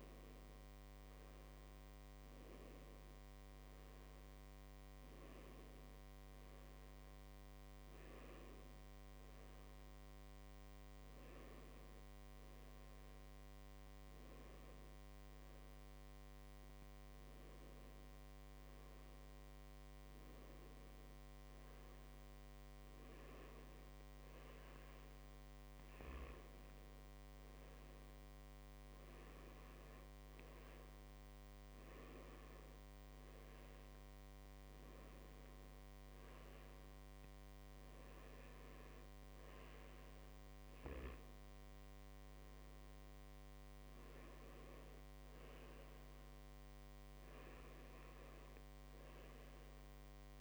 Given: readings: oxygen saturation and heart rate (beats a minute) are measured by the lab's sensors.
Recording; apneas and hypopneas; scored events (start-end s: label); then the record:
breathing in sleep, hard to hear, by a microphone on the trachea; none
8.00-50.41 s: new sleep stage, N2 (light sleep)
From the record:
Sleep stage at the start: N1 (lightest sleep); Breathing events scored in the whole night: 109 in 4.7 hours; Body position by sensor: on the right side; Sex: male